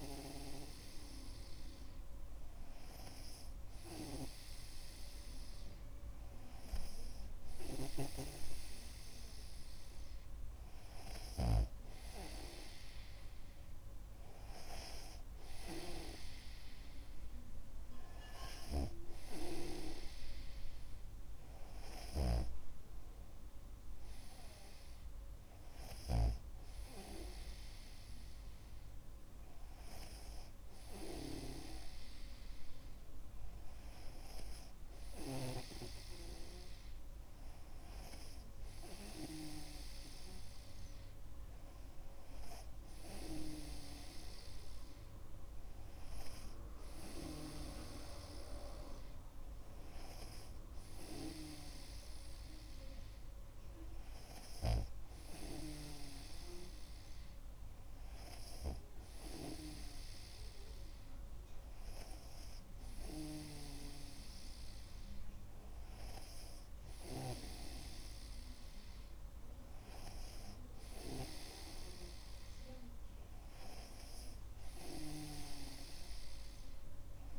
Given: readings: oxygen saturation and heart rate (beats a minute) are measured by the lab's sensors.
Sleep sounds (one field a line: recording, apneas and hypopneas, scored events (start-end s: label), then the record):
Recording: breathing in sleep by a room microphone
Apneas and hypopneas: none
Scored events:
8.00-12.00 s: snoring (device-marked)
22.50-27.00 s: snoring (device-marked)
From the record:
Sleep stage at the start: N2 (light sleep)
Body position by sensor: on the back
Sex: male